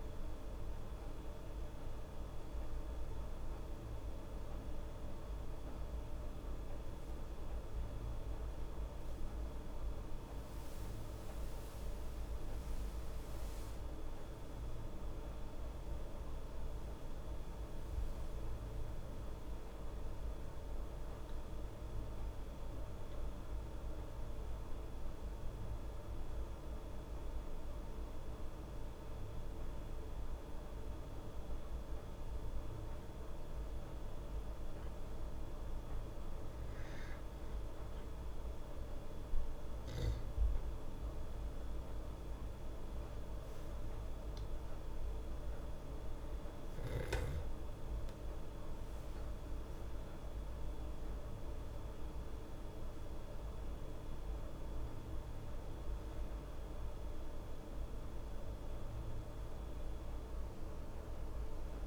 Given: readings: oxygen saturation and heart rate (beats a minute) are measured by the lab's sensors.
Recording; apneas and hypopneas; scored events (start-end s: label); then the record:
breathing in sleep, hard to hear, by a room microphone; none
15.00-21.00 s: arousal
39.50-47.50 s: oxygen desaturation (device-marked, oxygen 98% before, 95% lowest, heart rate 80 before, 69 extreme)
48.50-51.50 s: arousal
From the record:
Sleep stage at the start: N2 (light sleep); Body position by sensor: on the back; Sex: female